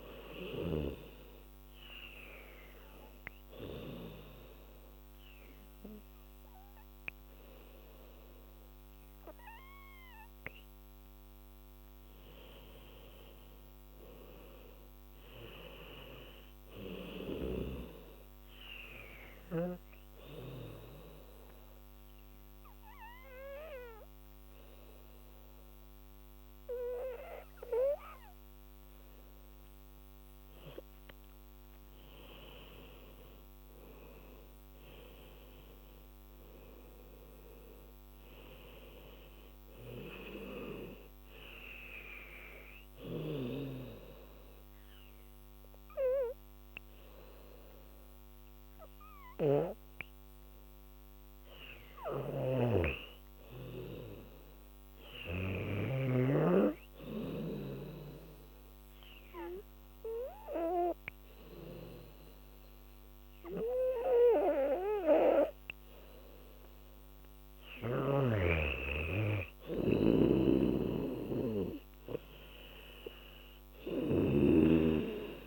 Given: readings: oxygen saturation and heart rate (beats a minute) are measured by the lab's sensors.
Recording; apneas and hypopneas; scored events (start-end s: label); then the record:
breathing in sleep by a microphone on the trachea; 3
0.00-1.00 s: snoring (device-marked)
2.00-12.00 s: hypopnea (oxygen 99% before, 91% lowest, heart rate 85 before, 76 extreme, up 9 after)
13.00-16.00 s: arousal
16.50-29.50 s: oxygen desaturation (device-marked, oxygen 97% before, 94% lowest, heart rate 82 before, 76 extreme)
20.50-32.00 s: obstructive apnea (oxygen 99% before, 91% lowest, heart rate 81 before, 79 extreme, up 12 after)
33.50-37.50 s: arousal
38.50-51.50 s: oxygen desaturation (device-marked, oxygen 97% before, 91% lowest, heart rate 82 before, 79 extreme)
52.50-56.50 s: snoring (device-marked)
57.00-68.00 s: obstructive apnea (oxygen 98% before, 90% lowest, heart rate 82 before, 80 extreme, up 7 after)
70.00-74.00 s: arousal
70.50-75.47 s: snoring (device-marked)
73.50-75.47 s: oxygen desaturation (device-marked, oxygen 96% before, 91% lowest, heart rate 83 before, 80 extreme)
From the record:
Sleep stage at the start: N2 (light sleep); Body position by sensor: on the back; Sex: female